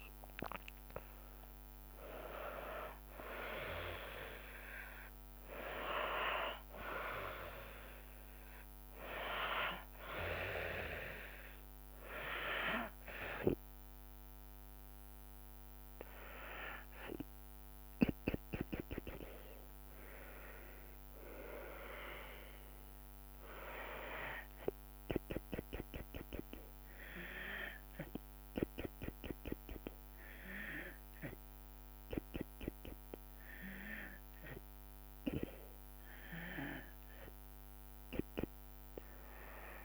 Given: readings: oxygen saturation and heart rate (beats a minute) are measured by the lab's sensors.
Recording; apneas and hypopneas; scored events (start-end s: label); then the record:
breathing in sleep by a microphone on the trachea; none
0.00-4.50 s: drop in pulse transit time (device-marked, heart rate 74 extreme)
0.00-9.50 s: oxygen desaturation (device-marked, oxygen 93% lowest, heart rate 60 extreme)
From the record:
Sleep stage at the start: N2 (light sleep); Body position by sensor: on the back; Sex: female